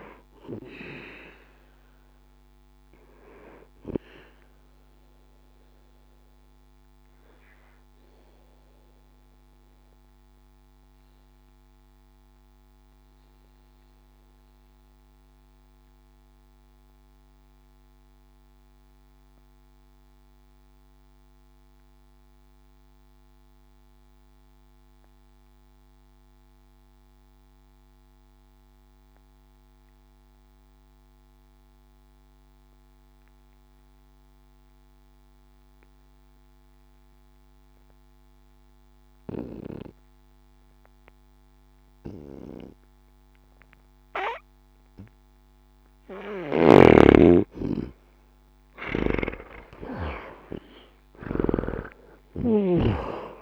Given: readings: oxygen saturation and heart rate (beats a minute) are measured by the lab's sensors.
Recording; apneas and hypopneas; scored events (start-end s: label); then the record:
breathing in sleep by a microphone on the trachea; 1
0.00-25.50 s: oxygen desaturation (device-marked, oxygen 79% lowest, heart rate 60 extreme)
6.50-46.00 s: obstructive apnea (oxygen 93% before, 77% lowest, heart rate 94 before, 61 extreme, up 53 after)
44.50-53.42 s: oxygen desaturation (device-marked, oxygen 98% before, 77% lowest, heart rate 62 before, 61 extreme)
50.00-53.42 s: arousal
From the record:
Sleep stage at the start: N2 (light sleep); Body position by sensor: on the back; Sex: male